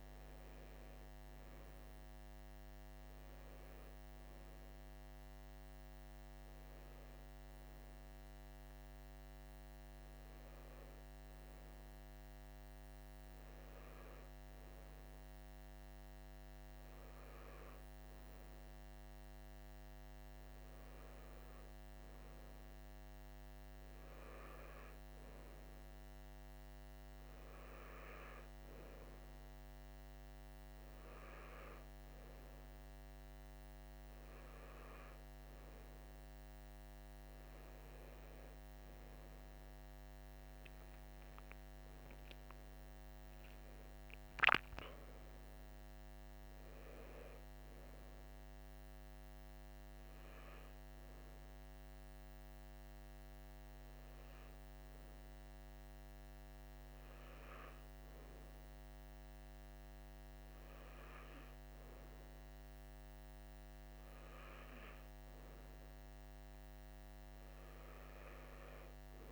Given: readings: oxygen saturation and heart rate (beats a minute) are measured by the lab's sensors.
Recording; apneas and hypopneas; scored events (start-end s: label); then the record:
breathing in sleep, hard to hear, by a microphone on the trachea; none
40.00-43.50 s: arousal
From the record:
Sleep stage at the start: N2 (light sleep); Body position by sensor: on the right side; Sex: male